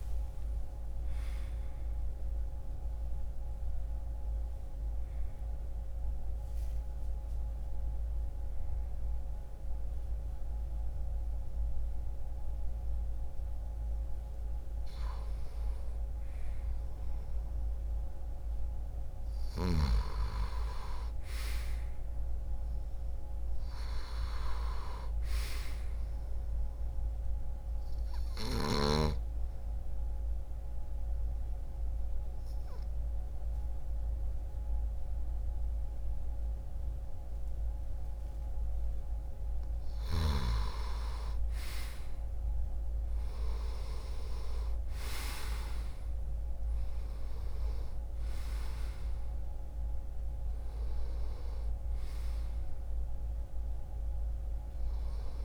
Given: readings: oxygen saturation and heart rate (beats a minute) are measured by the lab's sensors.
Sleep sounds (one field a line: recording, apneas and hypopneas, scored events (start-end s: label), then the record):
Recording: a person partly awake in a sleep study, by a room microphone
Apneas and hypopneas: 2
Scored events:
3.00-15.50 s: hypopnea (oxygen 99% before, 81% lowest, heart rate 96 before, 63 extreme, up 2 after)
3.00-55.45 s: new sleep stage, N1 (lightest sleep)
18.50-22.00 s: arousal
23.00-43.00 s: oxygen desaturation (device-marked, oxygen 98% before, 88% lowest, heart rate 67 before, 61 extreme)
27.00-39.50 s: obstructive apnea (oxygen 99% before, 81% lowest, heart rate 65 before, 61 extreme, up 0 after)
43.00-47.50 s: arousal
48.00-55.45 s: oxygen desaturation (device-marked, oxygen 95% before, 81% lowest, heart rate 64 before, 61 extreme)
From the record:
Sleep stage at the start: awake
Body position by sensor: on the right side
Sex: male